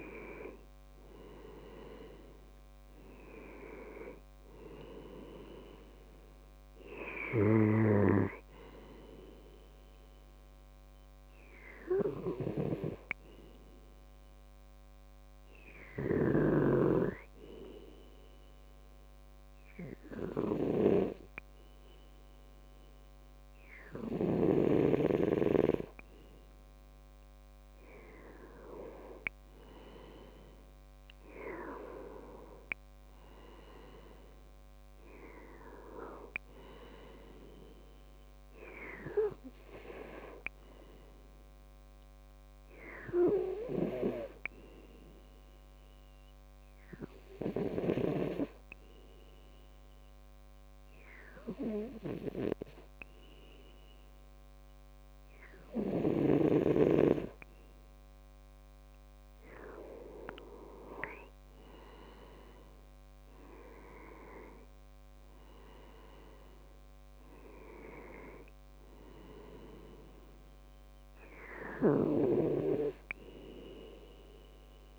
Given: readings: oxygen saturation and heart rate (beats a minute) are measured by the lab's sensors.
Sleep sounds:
breathing in sleep by a microphone on the trachea; 2
0.00-2.00 s: arousal
5.00-20.00 s: oxygen desaturation (device-marked, oxygen 97% before, 93% lowest, heart rate 69 before, 63 extreme)
18.00-28.00 s: obstructive apnea (oxygen 97% before, 93% lowest, heart rate 69 before, 64 extreme, up 5 after)
30.50-35.00 s: arousal
46.00-57.00 s: obstructive apnea (oxygen 98% before, 94% lowest, heart rate 68 before, 64 extreme, up 7 after)
61.00-65.50 s: arousal
65.00-74.99 s: oxygen desaturation (device-marked, oxygen 97% before, 94% lowest, heart rate 66 before, 64 extreme)
From the record:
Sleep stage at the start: N2 (light sleep); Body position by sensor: on the left side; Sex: male

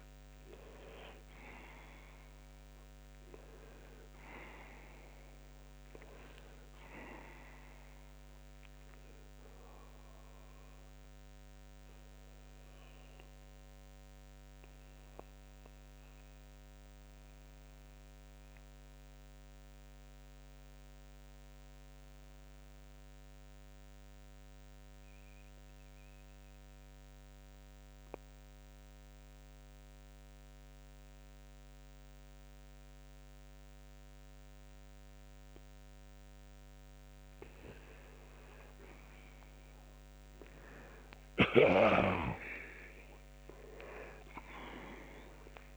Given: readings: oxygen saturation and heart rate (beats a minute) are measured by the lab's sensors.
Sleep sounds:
breathing in sleep by a microphone on the trachea; 1
0.00-1.00 s: oxygen desaturation (device-marked, oxygen 82% lowest, heart rate 66 extreme)
2.00-6.00 s: arousal
14.00-37.00 s: mixed apnea (oxygen 96% before, 84% lowest)
16.00-39.00 s: oxygen desaturation (device-marked, oxygen 96% before, 87% lowest)
40.00-44.50 s: arousal
From the record:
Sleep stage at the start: N2 (light sleep); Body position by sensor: on the back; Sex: male

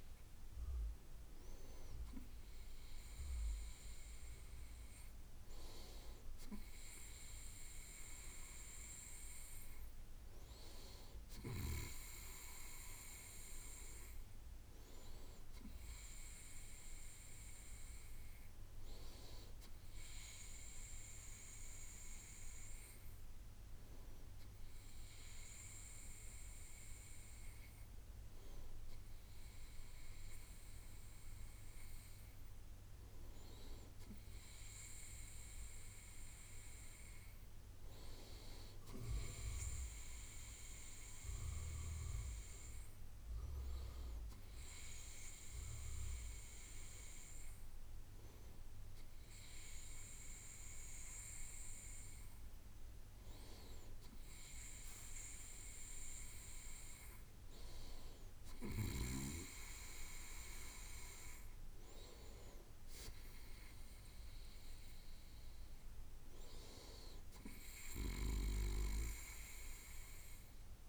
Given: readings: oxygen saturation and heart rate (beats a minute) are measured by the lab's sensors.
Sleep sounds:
breathing in sleep by a room microphone; none
none scored
From the record:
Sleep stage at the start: N2 (light sleep); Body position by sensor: on the right side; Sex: male

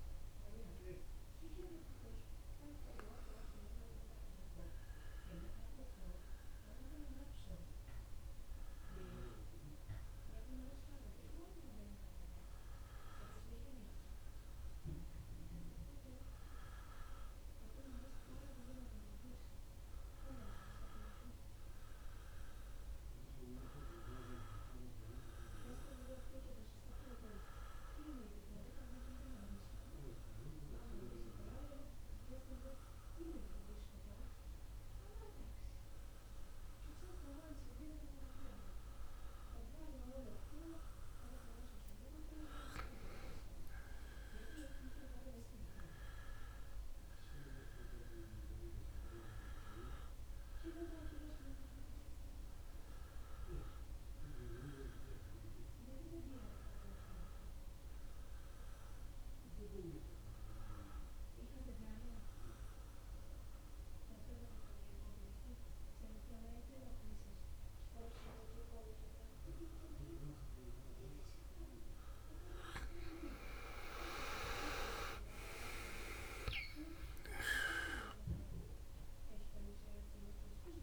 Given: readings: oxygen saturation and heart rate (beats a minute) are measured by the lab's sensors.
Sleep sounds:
breathing in sleep by a room microphone; 2
9.00-40.00 s: obstructive apnea (oxygen 96% before, 92% lowest, heart rate 83 before, 69 extreme, up 2 after)
42.50-45.50 s: arousal
51.00-70.50 s: obstructive apnea (oxygen 95% before, 92% lowest)
72.00-75.00 s: arousal
74.00-76.00 s: long interval between heartbeats (device-marked, heart rate 72 before, 71 extreme)
76.00-80.83 s: bradycardia (device-marked)
79.00-80.83 s: oxygen desaturation (device-marked, oxygen 96% before, 92% lowest, heart rate 71 before, 27 extreme)
From the record:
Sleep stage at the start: N2 (light sleep); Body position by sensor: on the back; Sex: male

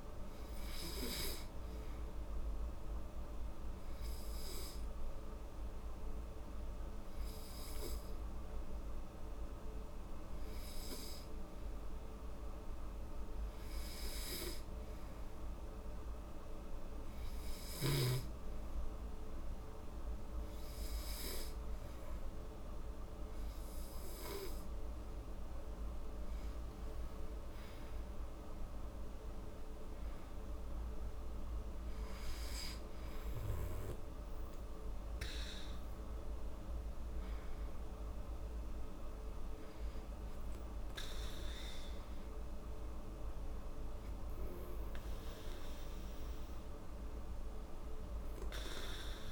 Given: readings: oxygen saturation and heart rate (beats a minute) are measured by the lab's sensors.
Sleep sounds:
breathing in sleep, hard to hear, by a room microphone; 1
0.00-17.50 s: oxygen desaturation (device-marked, oxygen 89% lowest, heart rate 74 extreme)
3.00-24.00 s: hypopnea (oxygen 97% before, 89% lowest, heart rate 77 before, 74 extreme, up 9 after)
25.50-29.00 s: arousal
27.50-38.50 s: oxygen desaturation (device-marked, oxygen 97% before, 91% lowest, heart rate 76 before, 73 extreme)
From the record:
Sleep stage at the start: N2 (light sleep); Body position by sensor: on the back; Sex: female

